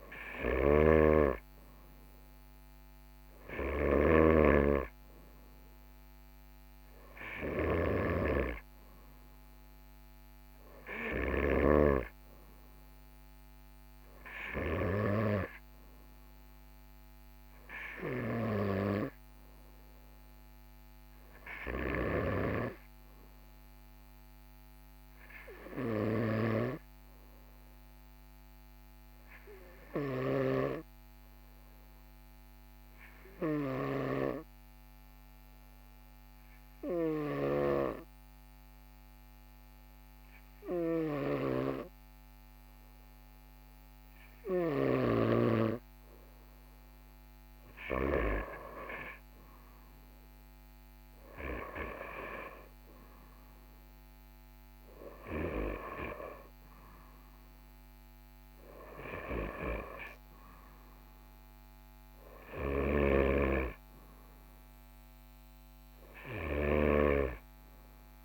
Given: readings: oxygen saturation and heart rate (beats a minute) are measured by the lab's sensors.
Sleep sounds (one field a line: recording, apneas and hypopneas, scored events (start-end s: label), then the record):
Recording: breathing in sleep by a microphone on the trachea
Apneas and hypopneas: 1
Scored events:
0.50-4.50 s: snoring (device-marked)
27.50-44.00 s: obstructive apnea (oxygen 97% before, 95% lowest, heart rate 44 before, 43 extreme, up 1 after)
45.50-48.50 s: arousal
From the record:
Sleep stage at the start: N2 (light sleep)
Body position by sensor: on the right side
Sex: male